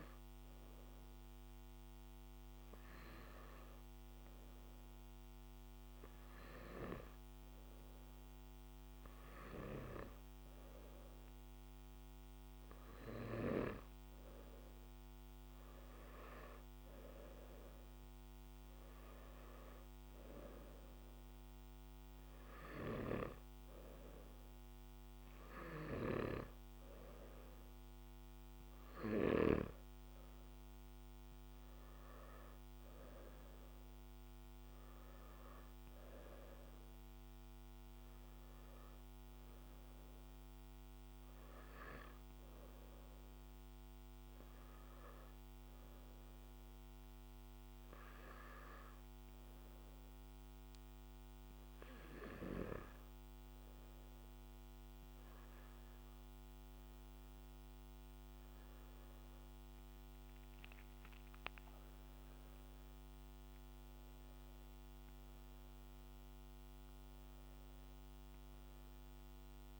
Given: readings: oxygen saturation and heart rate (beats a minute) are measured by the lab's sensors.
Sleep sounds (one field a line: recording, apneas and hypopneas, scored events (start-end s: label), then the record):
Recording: breathing in sleep by a microphone on the trachea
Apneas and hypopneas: 1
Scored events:
46.50-61.50 s: obstructive apnea (oxygen 96% before, 93% lowest, heart rate 67 before, 62 extreme, up 4 after)
64.50-67.50 s: arousal
From the record:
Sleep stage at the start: N2 (light sleep)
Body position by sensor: on the back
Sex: male